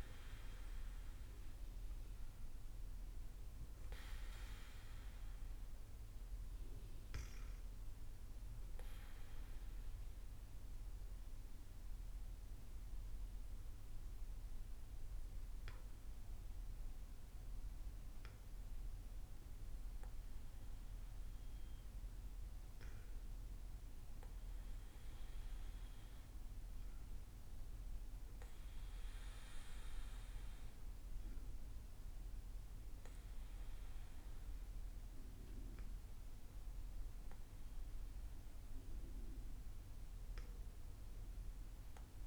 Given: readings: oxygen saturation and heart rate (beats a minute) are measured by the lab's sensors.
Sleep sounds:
breathing in sleep, hard to hear, by a room microphone; none
none scored
From the record:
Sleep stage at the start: N2 (light sleep); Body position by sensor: on the back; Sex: female

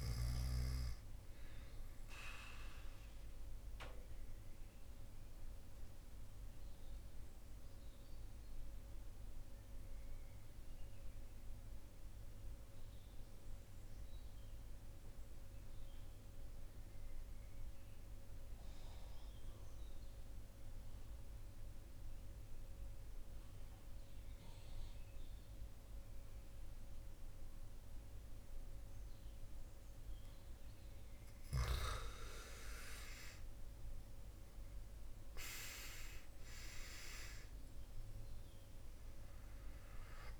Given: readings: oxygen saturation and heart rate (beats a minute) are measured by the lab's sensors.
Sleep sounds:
breathing in sleep by a room microphone; 1
0.00-16.50 s: oxygen desaturation (device-marked, oxygen 87% lowest)
2.00-30.00 s: mixed apnea (oxygen 99% before, 82% lowest)
27.50-40.40 s: oxygen desaturation (device-marked, oxygen 99% before, 82% lowest)
31.50-37.00 s: arousal
From the record:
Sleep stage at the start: N2 (light sleep); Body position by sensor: on the back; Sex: male

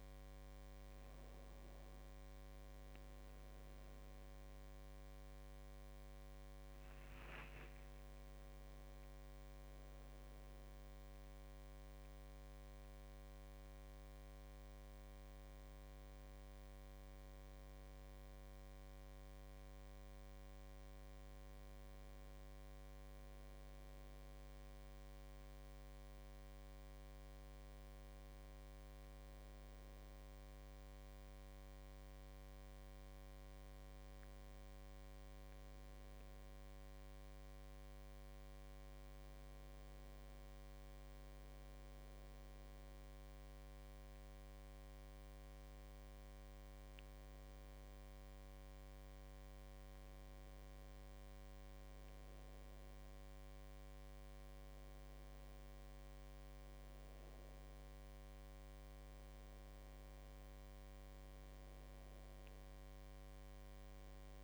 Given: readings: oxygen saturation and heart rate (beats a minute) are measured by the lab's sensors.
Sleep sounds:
a person partly awake in a sleep study, hard to hear, by a microphone on the trachea; none
30.00-64.43 s: new sleep stage, N1 (lightest sleep)
From the record:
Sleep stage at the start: awake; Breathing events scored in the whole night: 289 in 4.2 hours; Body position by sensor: on the back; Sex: female

